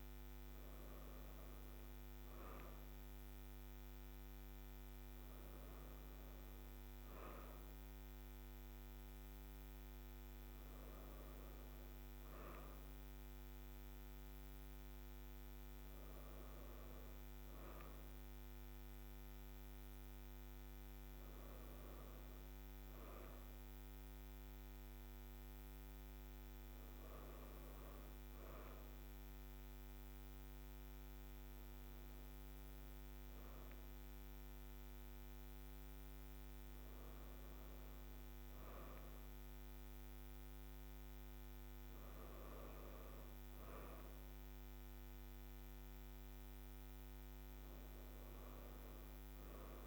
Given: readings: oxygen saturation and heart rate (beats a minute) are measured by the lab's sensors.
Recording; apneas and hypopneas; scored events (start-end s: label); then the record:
breathing in sleep, hard to hear, by a microphone on the trachea; none
none scored
From the record:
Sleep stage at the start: N2 (light sleep); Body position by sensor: on the right side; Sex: female